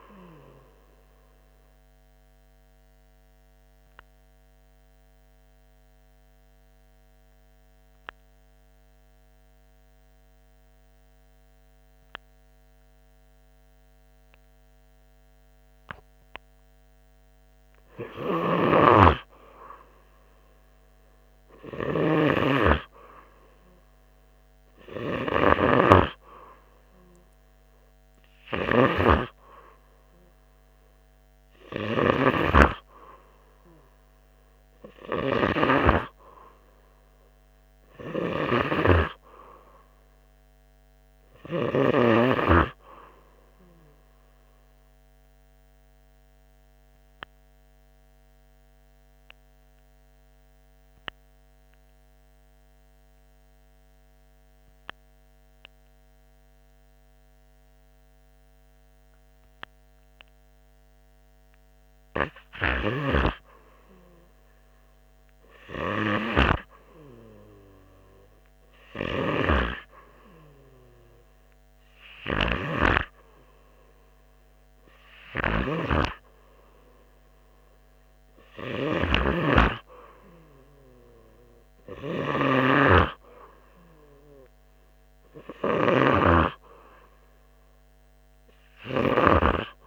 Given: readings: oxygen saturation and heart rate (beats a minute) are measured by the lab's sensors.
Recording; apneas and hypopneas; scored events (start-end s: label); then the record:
breathing in sleep by a microphone on the trachea; 2
2.00-18.00 s: obstructive apnea (oxygen 98% before, 93% lowest, heart rate 85 before, 78 extreme, up 3 after)
20.00-24.50 s: arousal
29.00-33.00 s: snoring (device-marked)
45.50-63.00 s: obstructive apnea (oxygen 98% before, 92% lowest, heart rate 82 before, 76 extreme, up 0 after)
55.00-66.00 s: oxygen desaturation (device-marked, oxygen 98% before, 93% lowest, heart rate 83 before, 76 extreme)
63.00-80.00 s: snoring (device-marked)
66.00-69.50 s: arousal
From the record:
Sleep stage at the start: N2 (light sleep); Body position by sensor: on the right side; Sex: male